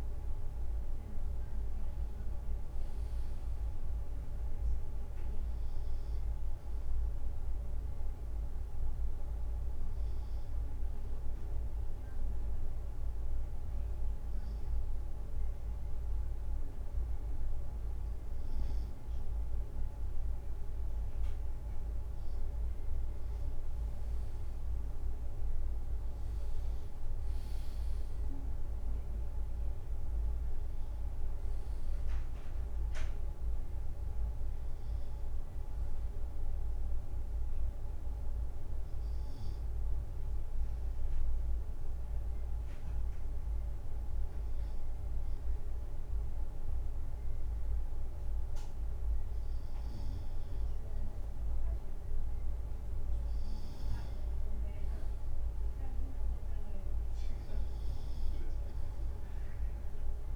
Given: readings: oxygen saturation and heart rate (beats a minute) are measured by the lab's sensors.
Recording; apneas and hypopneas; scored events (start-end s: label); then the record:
breathing in sleep, hard to hear, by a room microphone; 2
0.00-1.00 s: arousal
12.00-23.00 s: obstructive apnea (oxygen 99% before, 96% lowest, heart rate 57 before, 54 extreme, up 4 after)
24.50-28.50 s: arousal
25.00-27.50 s: leg movement (device-marked)
37.50-49.50 s: hypopnea (oxygen 98% before, 95% lowest, heart rate 56 before, 54 extreme, up 3 after)
51.00-54.00 s: arousal
From the record:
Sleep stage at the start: N2 (light sleep); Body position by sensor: on the right side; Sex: male